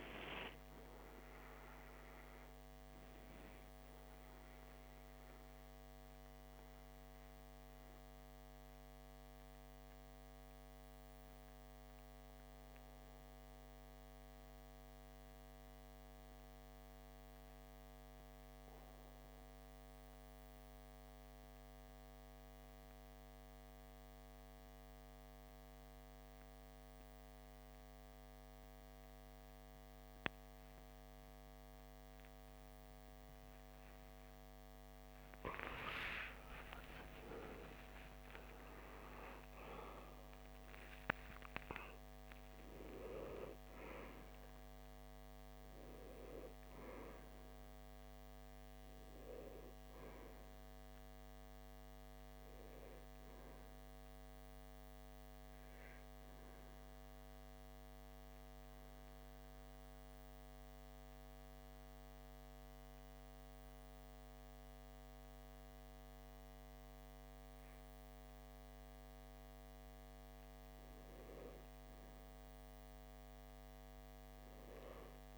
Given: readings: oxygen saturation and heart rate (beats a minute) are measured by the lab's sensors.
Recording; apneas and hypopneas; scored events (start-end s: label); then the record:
breathing in sleep by a microphone on the trachea; 2
1.00-35.00 s: obstructive apnea (oxygen 97% before, 91% lowest)
35.50-40.00 s: arousal
48.00-68.00 s: oxygen desaturation (device-marked, oxygen 98% before, 91% lowest)
55.50-67.50 s: obstructive apnea (oxygen 98% before, 91% lowest)
69.50-74.50 s: arousal
From the record:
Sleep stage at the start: N2 (light sleep); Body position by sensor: on the back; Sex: male